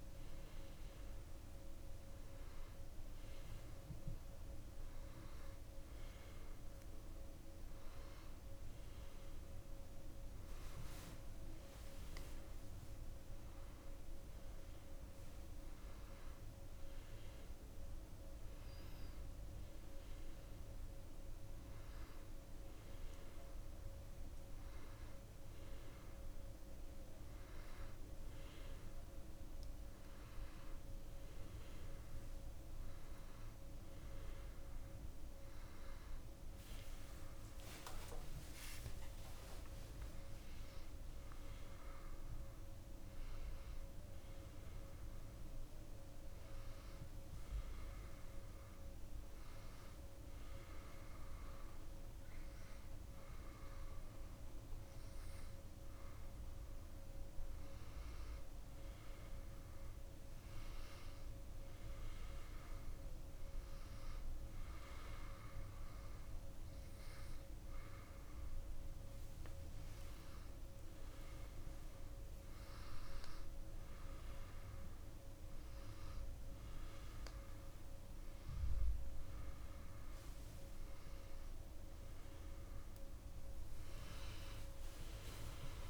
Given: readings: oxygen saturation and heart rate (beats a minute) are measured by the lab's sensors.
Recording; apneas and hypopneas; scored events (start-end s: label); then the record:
breathing in sleep, hard to hear, by a room microphone; none
36.50-41.00 s: arousal
From the record:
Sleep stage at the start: N1 (lightest sleep); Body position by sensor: on the back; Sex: female